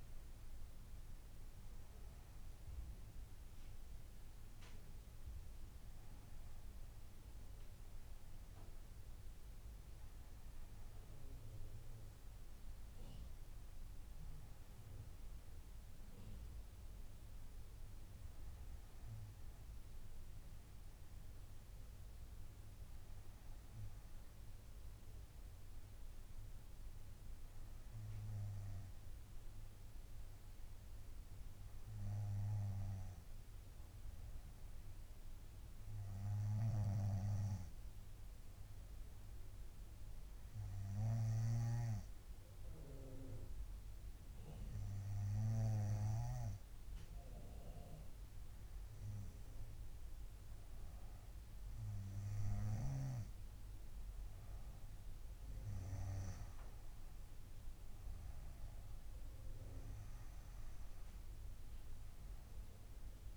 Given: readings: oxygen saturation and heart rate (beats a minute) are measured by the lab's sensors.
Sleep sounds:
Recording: breathing in sleep by a room microphone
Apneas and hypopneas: none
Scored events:
none scored
From the record:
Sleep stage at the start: N2 (light sleep)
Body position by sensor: on the front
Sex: female

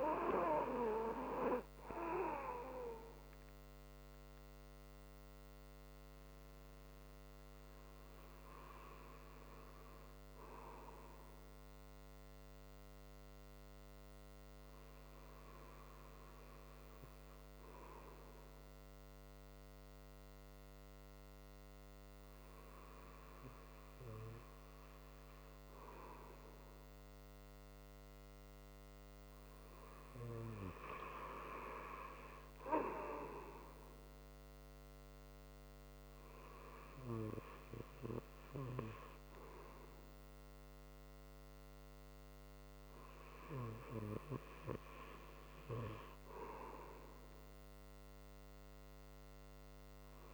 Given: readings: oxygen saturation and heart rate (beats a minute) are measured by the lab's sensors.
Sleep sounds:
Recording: breathing in sleep by a microphone on the trachea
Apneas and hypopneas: 1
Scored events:
8.00-28.50 s: hypopnea (oxygen 96% before, 93% lowest)
30.50-34.00 s: arousal
From the record:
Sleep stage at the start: N2 (light sleep)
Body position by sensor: on the right side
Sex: male

